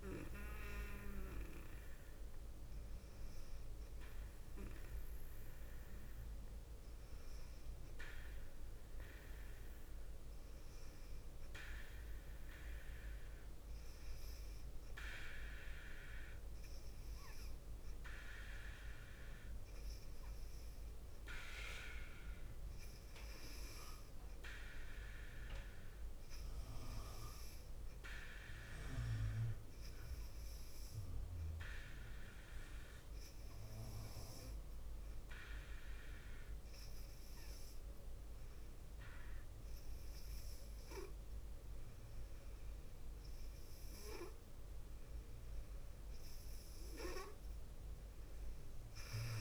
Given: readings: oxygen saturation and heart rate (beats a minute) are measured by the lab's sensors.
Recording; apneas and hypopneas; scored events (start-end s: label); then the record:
breathing in sleep by a room microphone; 1
29.50-45.00 s: hypopnea (oxygen 98% before, 94% lowest, heart rate 52 before, 48 extreme, up 7 after)
From the record:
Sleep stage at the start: N2 (light sleep); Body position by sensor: on the left side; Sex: female